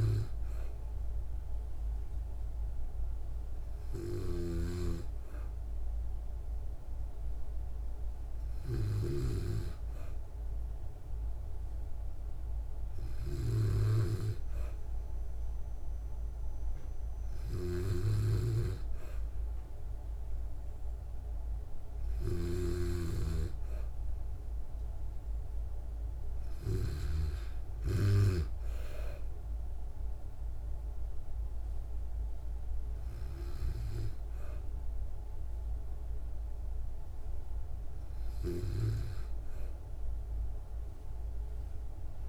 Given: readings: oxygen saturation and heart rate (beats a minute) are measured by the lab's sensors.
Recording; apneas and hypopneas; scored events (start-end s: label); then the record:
breathing in sleep by a room microphone; none
4.00-13.50 s: snoring (device-marked)
22.00-28.00 s: snoring (device-marked)
From the record:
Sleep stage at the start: N2 (light sleep); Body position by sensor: on the back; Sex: female